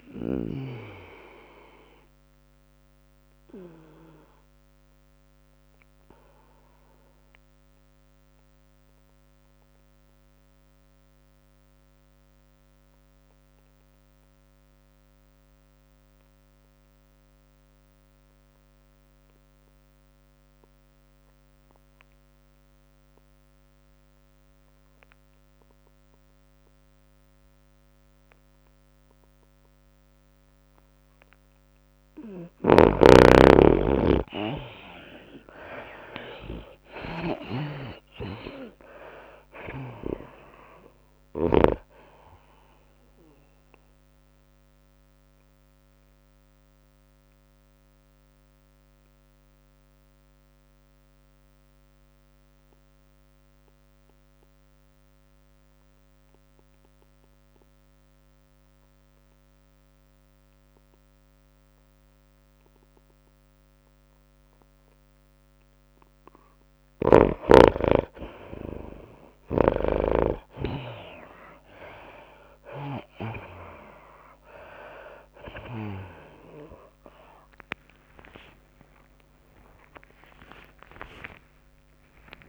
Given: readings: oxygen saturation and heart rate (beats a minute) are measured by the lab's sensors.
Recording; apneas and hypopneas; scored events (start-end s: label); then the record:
breathing in sleep by a microphone on the trachea; 2
0.00-8.00 s: drop in pulse transit time (device-marked, heart rate 97 extreme)
0.00-12.00 s: oxygen desaturation (device-marked, oxygen 82% lowest, heart rate 97 extreme)
1.00-3.00 s: long interval between heartbeats (device-marked, heart rate 103 before, 99 extreme)
2.50-31.50 s: obstructive apnea (oxygen 99% before, 78% lowest, heart rate 103 before, 99 extreme, up 5 after)
5.00-16.00 s: tachycardia (device-marked, heart rate 104 before, 106 extreme)
20.00-27.00 s: tachycardia (device-marked, heart rate 104 before, 101 extreme)
25.00-58.00 s: oxygen desaturation (device-marked, oxygen 99% before, 78% lowest, heart rate 102 before, 99 extreme)
33.50-37.00 s: arousal
34.00-82.49 s: tachycardia (device-marked, heart rate 104 before, 150 extreme)
38.00-53.00 s: drop in pulse transit time (device-marked, heart rate 100 before, 104 extreme)
44.00-66.00 s: mixed apnea (oxygen 99% before, 78% lowest, heart rate 102 before, 101 extreme, up 4 after)
69.00-82.49 s: oxygen desaturation (device-marked, oxygen 100% before, 83% lowest, heart rate 103 before, 34 extreme)
71.00-82.49 s: drop in pulse transit time (device-marked, heart rate 103 before, 104 extreme)
78.00-82.49 s: arousal
79.50-81.50 s: long interval between heartbeats (device-marked, heart rate 104 before, 120 extreme)
From the record:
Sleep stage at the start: N2 (light sleep); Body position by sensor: on the back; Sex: female